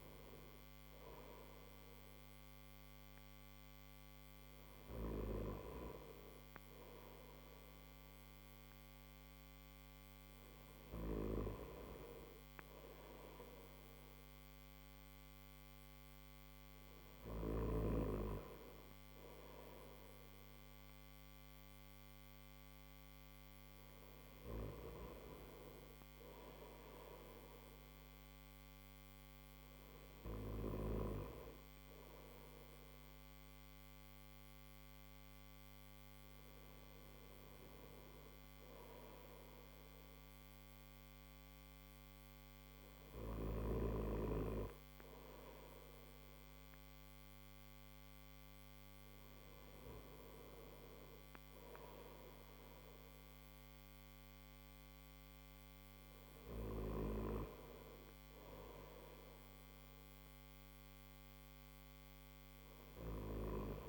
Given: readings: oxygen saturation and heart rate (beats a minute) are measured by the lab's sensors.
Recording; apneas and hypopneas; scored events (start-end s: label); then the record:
breathing in sleep by a microphone on the trachea; none
none scored
From the record:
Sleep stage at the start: N3 (deep sleep); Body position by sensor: on the back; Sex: male